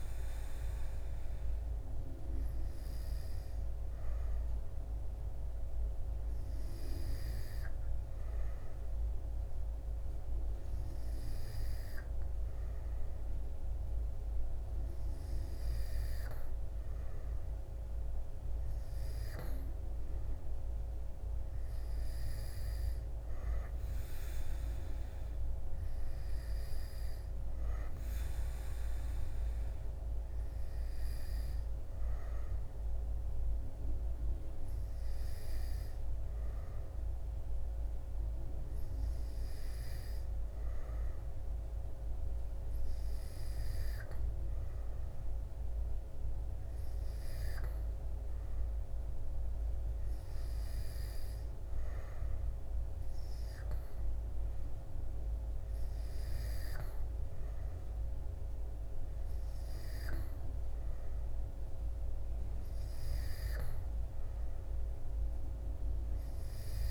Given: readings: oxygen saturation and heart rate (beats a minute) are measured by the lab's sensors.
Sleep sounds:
breathing in sleep, hard to hear, by a room microphone; none
none scored
From the record:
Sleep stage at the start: N2 (light sleep); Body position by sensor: on the back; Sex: male

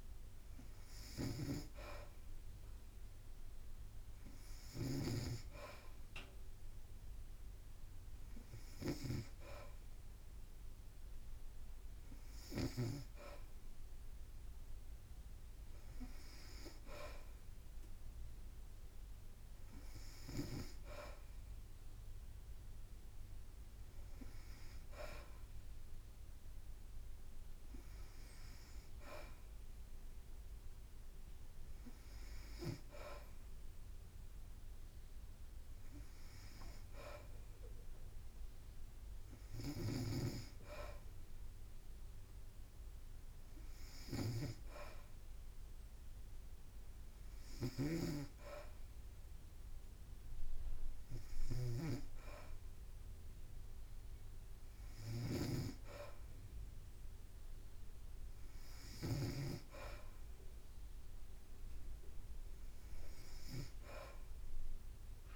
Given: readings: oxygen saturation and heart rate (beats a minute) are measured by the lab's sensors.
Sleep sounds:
breathing in sleep by a room microphone; none
0.00-13.00 s: snoring (device-marked)
39.50-59.50 s: snoring (device-marked)
From the record:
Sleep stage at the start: N2 (light sleep); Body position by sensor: on the back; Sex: female

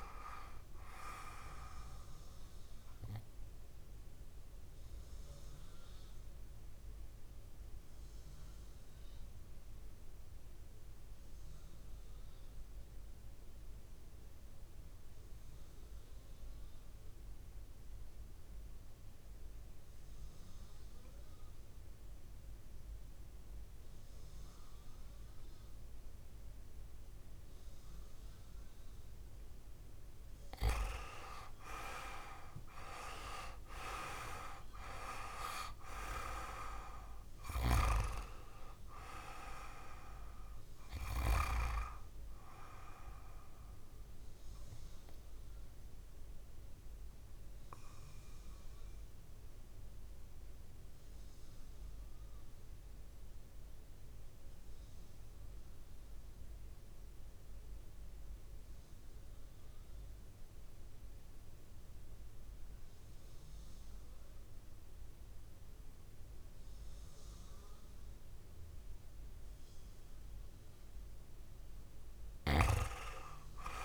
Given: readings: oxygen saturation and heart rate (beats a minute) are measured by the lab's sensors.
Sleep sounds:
breathing in sleep by a room microphone; 2
0.00-16.00 s: oxygen desaturation (device-marked, oxygen 92% lowest, heart rate 54 extreme)
4.50-28.00 s: obstructive apnea (oxygen 99% before, 90% lowest, heart rate 58 before, 54 extreme, up 7 after)
27.00-51.00 s: oxygen desaturation (device-marked, oxygen 99% before, 90% lowest, heart rate 57 before, 55 extreme)
29.50-33.00 s: arousal
45.00-69.50 s: obstructive apnea (oxygen 99% before, 90% lowest, heart rate 61 before, 55 extreme, up 4 after)
70.00-73.85 s: oxygen desaturation (device-marked, oxygen 98% before, 90% lowest, heart rate 58 before, 56 extreme)
72.50-73.85 s: arousal
From the record:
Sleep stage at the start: N2 (light sleep); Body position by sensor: on the back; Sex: male

